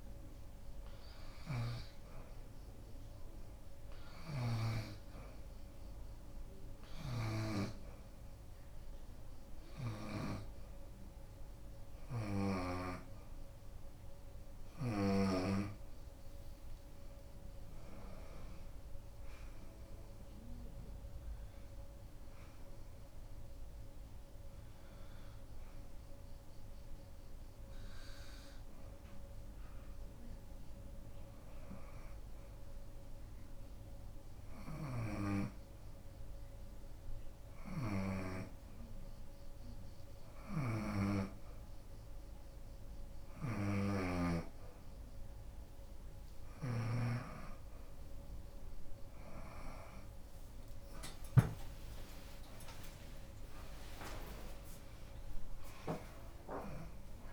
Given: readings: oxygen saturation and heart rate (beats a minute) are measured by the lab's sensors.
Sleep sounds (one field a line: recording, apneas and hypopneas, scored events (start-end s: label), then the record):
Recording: breathing in sleep by a room microphone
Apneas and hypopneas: none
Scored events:
13.50-18.00 s: arousal
19.00-49.00 s: new sleep stage, N2 (light sleep)
22.00-37.00 s: oxygen desaturation (device-marked, oxygen 93% before, 90% lowest, heart rate 89 before, 83 extreme)
49.00-57.33 s: new sleep stage, awake
52.00-54.00 s: long interval between heartbeats (device-marked, heart rate 89 before, 102 extreme)
From the record:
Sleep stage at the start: N1 (lightest sleep)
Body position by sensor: on the back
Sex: female